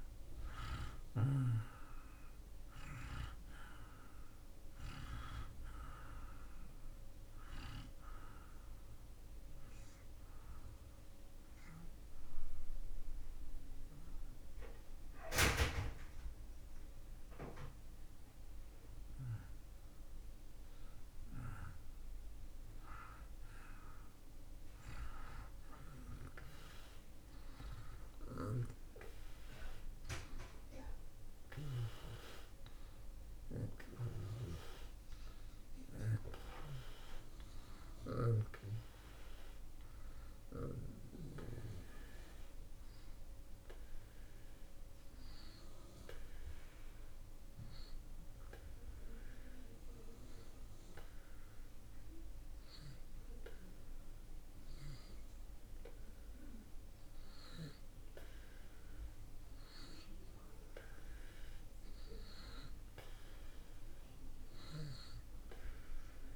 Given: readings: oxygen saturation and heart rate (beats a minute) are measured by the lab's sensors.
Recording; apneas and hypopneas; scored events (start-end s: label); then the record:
breathing in sleep by a room microphone; 2
0.00-26.00 s: oxygen desaturation (device-marked, oxygen 83% lowest)
8.00-18.00 s: obstructive apnea (oxygen 99% before, 83% lowest)
25.00-30.00 s: arousal
39.00-46.00 s: oxygen desaturation (device-marked, oxygen 93% before, 87% lowest)
40.00-56.00 s: hypopnea (oxygen 93% before, 76% lowest)
48.00-61.00 s: oxygen desaturation (device-marked, oxygen 91% before, 88% lowest)
59.00-63.50 s: arousal
From the record:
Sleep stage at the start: REM sleep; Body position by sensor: on the back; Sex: male